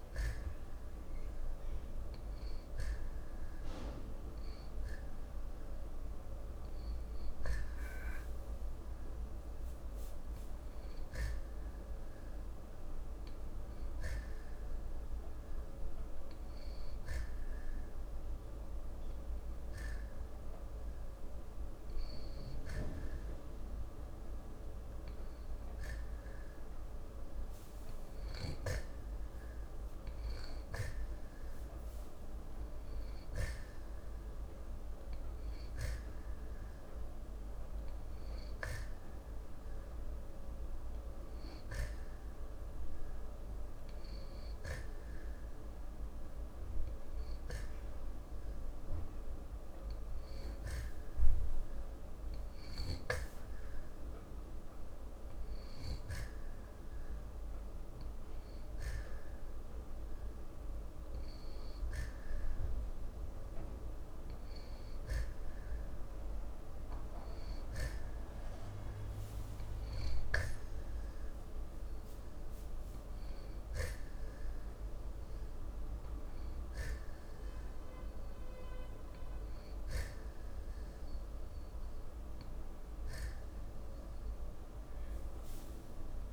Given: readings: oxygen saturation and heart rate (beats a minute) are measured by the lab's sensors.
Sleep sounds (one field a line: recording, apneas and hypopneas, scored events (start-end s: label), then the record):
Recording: breathing in sleep, hard to hear, by a room microphone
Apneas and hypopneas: none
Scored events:
0.00-9.00 s: oxygen desaturation (device-marked, oxygen 90% lowest, heart rate 54 extreme)
From the record:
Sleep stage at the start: N2 (light sleep)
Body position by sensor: on the back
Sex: male